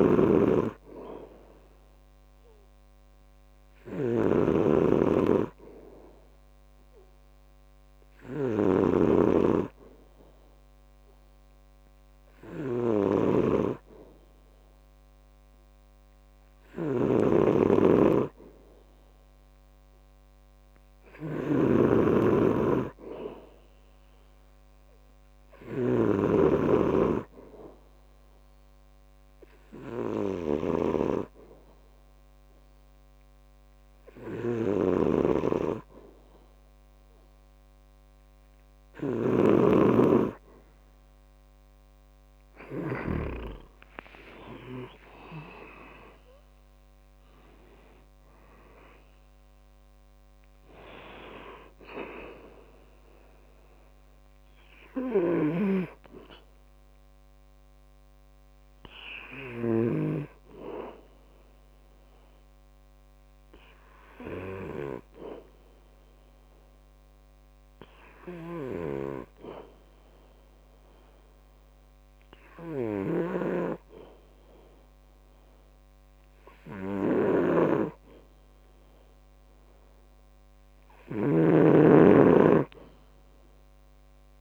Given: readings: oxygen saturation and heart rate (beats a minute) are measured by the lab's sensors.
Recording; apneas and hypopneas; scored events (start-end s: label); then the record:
breathing in sleep by a microphone on the trachea; 2
0.00-43.50 s: snoring (device-marked)
28.00-40.00 s: hypopnea (oxygen 95% before, 93% lowest, heart rate 69 before, 64 extreme, up 11 after)
43.00-47.00 s: arousal
62.00-80.00 s: hypopnea (oxygen 95% before, 92% lowest, heart rate 71 before, 63 extreme, up 2 after)
From the record:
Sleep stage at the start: N2 (light sleep); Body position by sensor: on the back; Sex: male